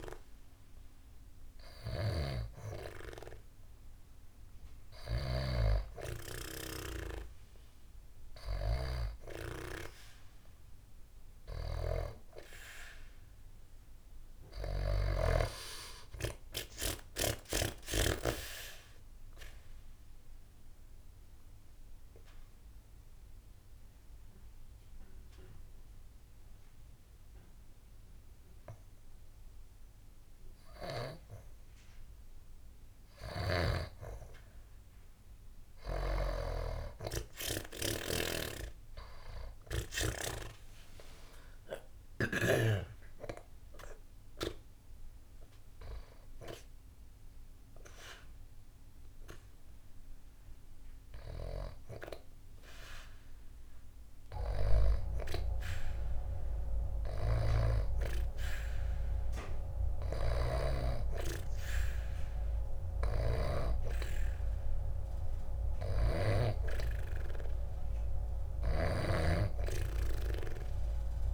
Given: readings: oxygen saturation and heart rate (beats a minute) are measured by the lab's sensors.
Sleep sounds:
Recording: breathing in sleep by a room microphone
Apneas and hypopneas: 1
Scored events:
11.50-15.00 s: arousal
17.50-33.00 s: obstructive apnea (oxygen 91% before, 88% lowest, heart rate 72 before, 68 extreme, up 5 after)
37.50-41.00 s: arousal
42.00-60.00 s: oxygen desaturation (device-marked, oxygen 95% before, 88% lowest, heart rate 70 before, 69 extreme)
67.00-71.34 s: oxygen desaturation (device-marked, oxygen 94% before, 91% lowest, heart rate 73 before, 72 extreme)
From the record:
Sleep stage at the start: N2 (light sleep)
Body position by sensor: on the back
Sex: female

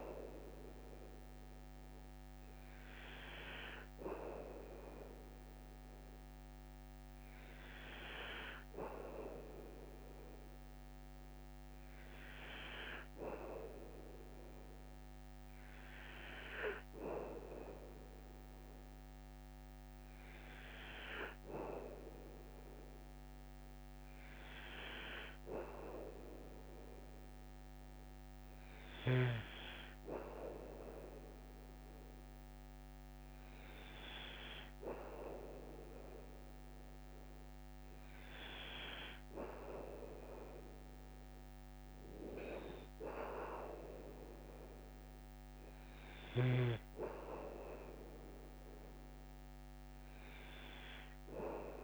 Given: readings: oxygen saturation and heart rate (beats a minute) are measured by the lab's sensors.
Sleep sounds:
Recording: breathing in sleep by a microphone on the trachea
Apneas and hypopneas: none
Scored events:
none scored
From the record:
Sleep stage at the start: N2 (light sleep)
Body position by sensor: on the back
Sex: male

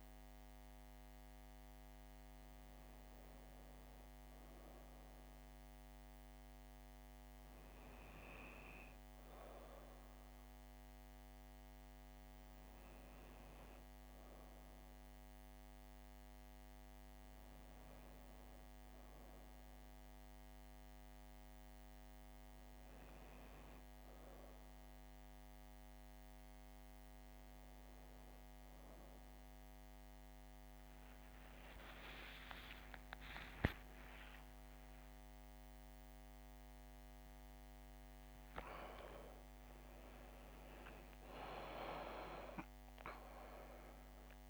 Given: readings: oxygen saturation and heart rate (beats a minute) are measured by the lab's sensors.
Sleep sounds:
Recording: a person partly awake in a sleep study, by a microphone on the trachea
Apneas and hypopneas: none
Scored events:
23.00-44.50 s: new sleep stage, awake
From the record:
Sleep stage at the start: N1 (lightest sleep)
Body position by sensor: on the back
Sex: female

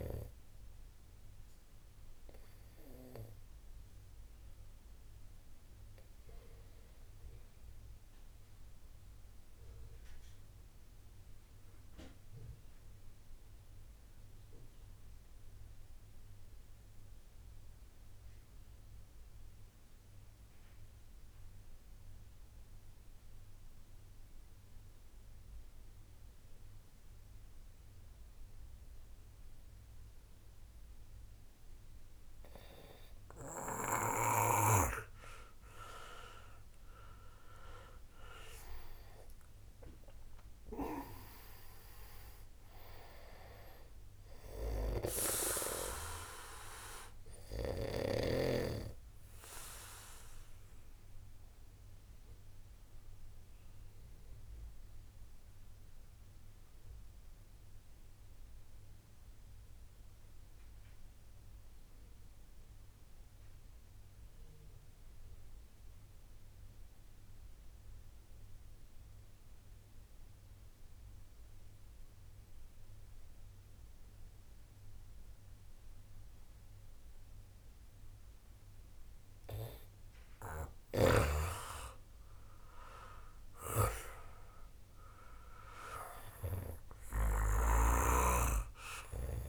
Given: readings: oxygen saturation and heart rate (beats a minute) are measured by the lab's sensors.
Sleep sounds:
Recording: breathing in sleep by a room microphone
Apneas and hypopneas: 2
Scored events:
0.00-13.50 s: oxygen desaturation (device-marked, oxygen 88% lowest, heart rate 42 extreme)
5.50-33.00 s: obstructive apnea (oxygen 96% before, 88% lowest, heart rate 56 before, 37 extreme, up 0 after)
30.50-62.50 s: oxygen desaturation (device-marked, oxygen 96% before, 88% lowest, heart rate 64 before, 37 extreme)
38.00-42.00 s: arousal
51.00-78.00 s: obstructive apnea (oxygen 96% before, 88% lowest, heart rate 51 before, 39 extreme, up 2 after)
79.50-89.49 s: oxygen desaturation (device-marked, oxygen 97% before, 88% lowest, heart rate 63 before, 39 extreme)
81.50-85.00 s: arousal
From the record:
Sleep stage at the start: N2 (light sleep)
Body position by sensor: on the back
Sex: male

